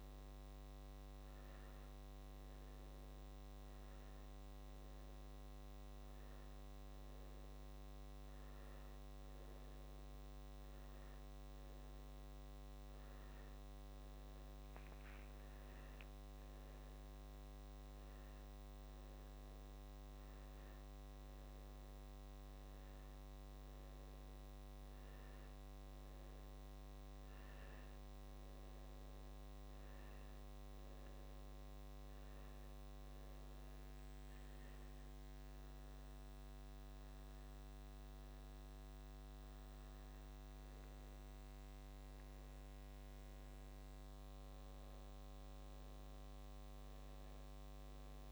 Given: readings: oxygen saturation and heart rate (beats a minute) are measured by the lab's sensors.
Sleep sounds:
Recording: a person awake in a sleep study, hard to hear, by a microphone on the trachea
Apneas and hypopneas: none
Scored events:
none scored
From the record:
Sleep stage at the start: awake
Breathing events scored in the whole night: 338 in 4.0 hours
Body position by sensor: on the back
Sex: male

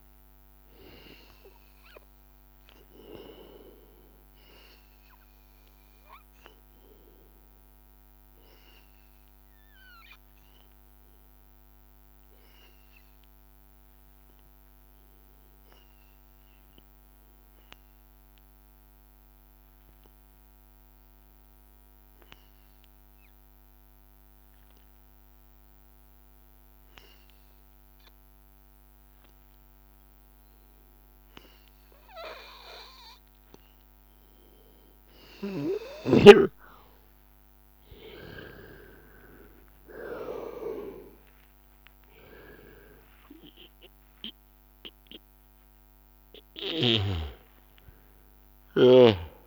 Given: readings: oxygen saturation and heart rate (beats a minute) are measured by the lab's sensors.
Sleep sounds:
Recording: breathing in sleep by a microphone on the trachea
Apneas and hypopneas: 1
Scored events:
0.00-17.00 s: oxygen desaturation (device-marked, oxygen 91% lowest, heart rate 83 extreme)
9.50-28.50 s: hypopnea (oxygen 96% before, 89% lowest, heart rate 84 before, 83 extreme, up 0 after)
31.00-49.47 s: oxygen desaturation (device-marked, oxygen 97% before, 89% lowest, heart rate 84 before, 82 extreme)
32.00-36.50 s: arousal
From the record:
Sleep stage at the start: N2 (light sleep)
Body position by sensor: on the back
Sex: male

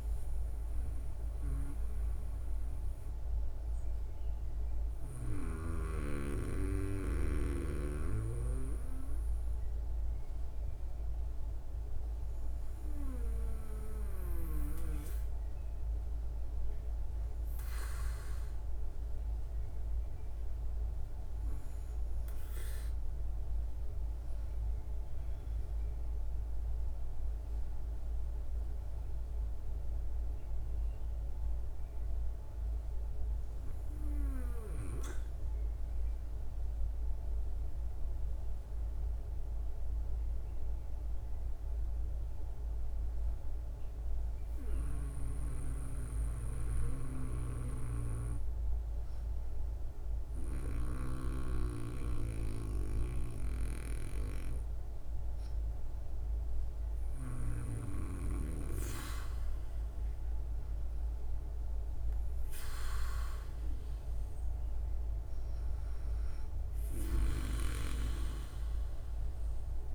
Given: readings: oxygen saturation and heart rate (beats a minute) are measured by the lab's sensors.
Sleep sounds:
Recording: breathing in sleep by a room microphone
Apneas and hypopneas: none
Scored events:
47.00-50.50 s: snoring (device-marked)
From the record:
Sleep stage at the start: N2 (light sleep)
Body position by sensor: on the back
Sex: female

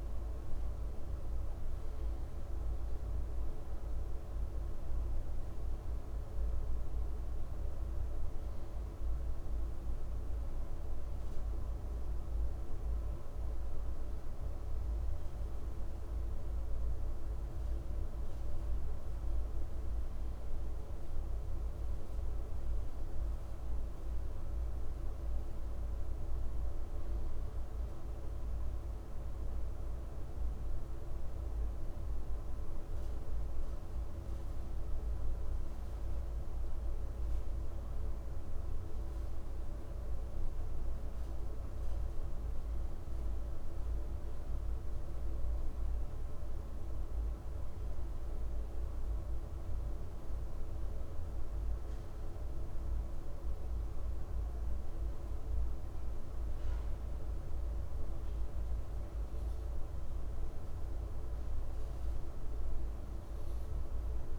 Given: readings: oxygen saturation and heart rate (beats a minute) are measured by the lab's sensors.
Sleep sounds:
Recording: breathing in sleep, hard to hear, by a room microphone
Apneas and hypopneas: none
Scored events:
none scored
From the record:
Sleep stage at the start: N1 (lightest sleep)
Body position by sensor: on the right side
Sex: male

